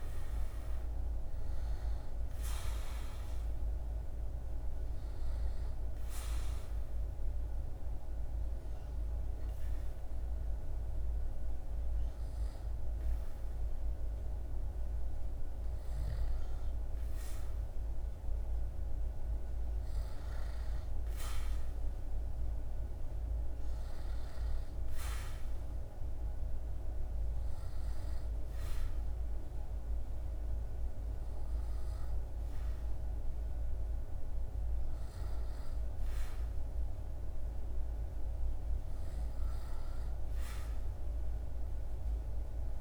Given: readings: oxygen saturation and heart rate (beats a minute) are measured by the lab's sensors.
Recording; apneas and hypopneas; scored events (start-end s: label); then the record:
a person partly awake in a sleep study, hard to hear, by a room microphone; 1
6.00-17.50 s: hypopnea (heart rate 74 before, 74 extreme, up 1 after)
29.00-42.81 s: new sleep stage, awake
From the record:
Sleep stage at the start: N2 (light sleep); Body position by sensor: on the back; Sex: male